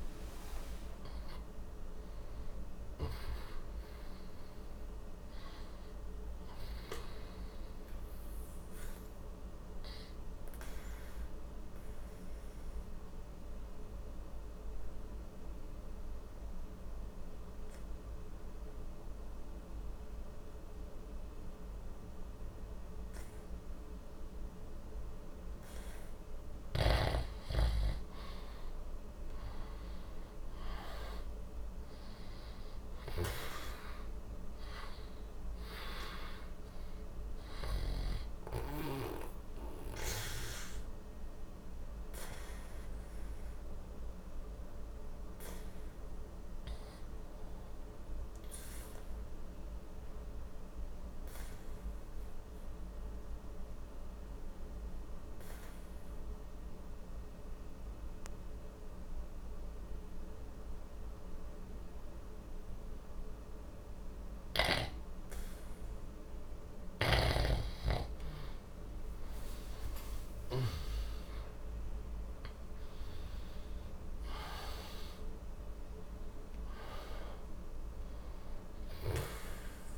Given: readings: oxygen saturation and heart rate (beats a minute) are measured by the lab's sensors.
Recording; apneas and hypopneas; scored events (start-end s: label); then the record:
breathing in sleep by a room microphone; 2
0.00-21.00 s: oxygen desaturation (device-marked, oxygen 90% lowest, heart rate 59 extreme)
8.00-25.00 s: obstructive apnea (oxygen 98% before, 89% lowest, heart rate 83 before, 59 extreme, up 4 after)
29.00-34.50 s: arousal
33.00-54.00 s: oxygen desaturation (device-marked, oxygen 98% before, 89% lowest, heart rate 61 before, 60 extreme)
40.50-65.50 s: obstructive apnea (oxygen 98% before, 87% lowest, heart rate 61 before, 60 extreme, up 21 after)
68.00-79.98 s: oxygen desaturation (device-marked, oxygen 97% before, 87% lowest, heart rate 61 before, 59 extreme)
69.50-74.50 s: arousal
From the record:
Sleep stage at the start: N2 (light sleep); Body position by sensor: on the back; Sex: male